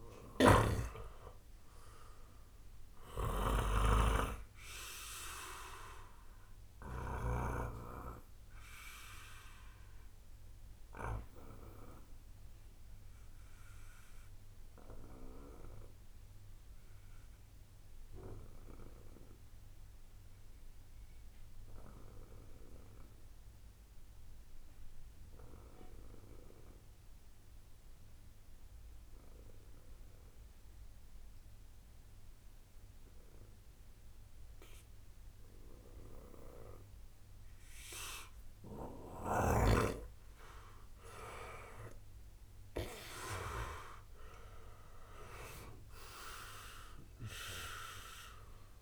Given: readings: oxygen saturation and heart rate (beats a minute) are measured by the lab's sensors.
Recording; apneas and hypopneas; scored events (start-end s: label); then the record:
breathing in sleep by a room microphone; 1
0.00-1.00 s: arousal
0.00-6.50 s: oxygen desaturation (device-marked, oxygen 92% lowest, heart rate 53 extreme)
0.00-7.00 s: snoring (device-marked)
5.00-39.50 s: obstructive apnea (oxygen 97% before, 92% lowest, heart rate 66 before, 48 extreme, up 3 after)
38.50-48.82 s: oxygen desaturation (device-marked, oxygen 97% before, 93% lowest, heart rate 66 before, 48 extreme)
42.00-45.00 s: arousal
From the record:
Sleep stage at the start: N2 (light sleep); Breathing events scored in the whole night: 302 in 4.1 hours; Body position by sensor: on the right side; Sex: male